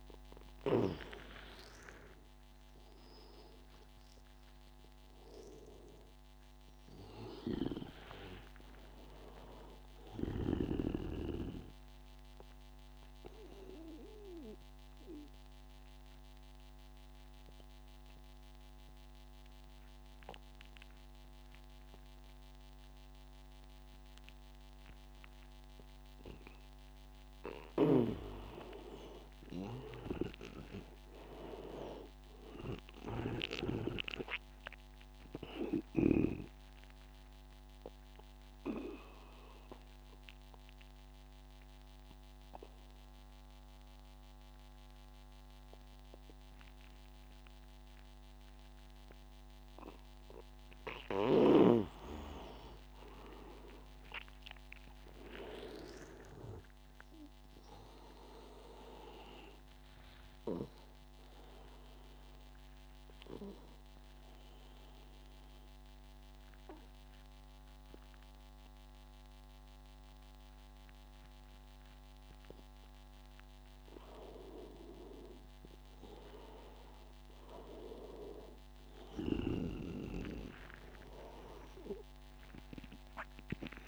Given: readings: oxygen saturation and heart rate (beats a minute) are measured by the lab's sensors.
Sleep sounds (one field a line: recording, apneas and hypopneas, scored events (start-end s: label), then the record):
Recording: breathing in sleep by a microphone on the trachea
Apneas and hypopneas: 3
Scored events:
1.50-6.00 s: arousal
5.00-20.00 s: oxygen desaturation (device-marked, oxygen 96% before, 92% lowest, heart rate 88 before, 84 extreme)
7.50-11.00 s: snoring (device-marked)
12.00-27.00 s: obstructive apnea (oxygen 98% before, 91% lowest, heart rate 92 before, 84 extreme, up 9 after)
28.50-32.50 s: arousal
33.00-49.00 s: oxygen desaturation (device-marked, oxygen 97% before, 91% lowest, heart rate 88 before, 88 extreme)
36.50-51.50 s: obstructive apnea (oxygen 97% before, 91% lowest, heart rate 89 before, 88 extreme, up 6 after)
53.50-58.00 s: arousal
55.00-80.00 s: oxygen desaturation (device-marked, oxygen 97% before, 91% lowest, heart rate 91 before, 86 extreme)
62.50-74.00 s: obstructive apnea (oxygen 97% before, 91% lowest, heart rate 90 before, 88 extreme, up 5 after)
81.00-83.88 s: arousal
From the record:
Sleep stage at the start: N2 (light sleep)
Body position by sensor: on the back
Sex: male